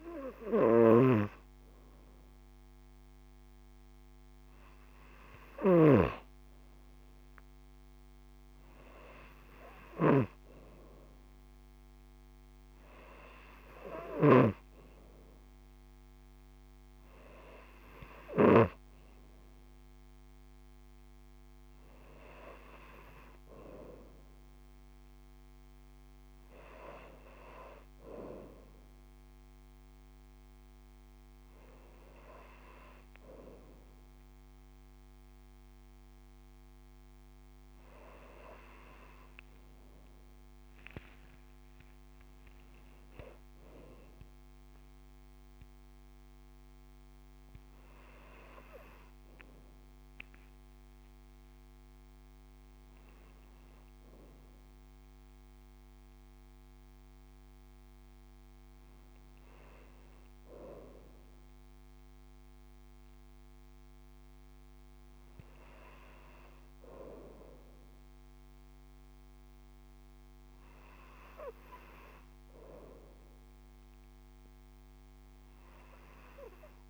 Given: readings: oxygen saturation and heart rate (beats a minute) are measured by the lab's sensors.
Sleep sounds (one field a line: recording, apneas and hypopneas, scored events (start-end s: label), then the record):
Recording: breathing in sleep by a microphone on the trachea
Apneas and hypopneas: none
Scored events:
none scored
From the record:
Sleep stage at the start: N2 (light sleep)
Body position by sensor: on the right side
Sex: female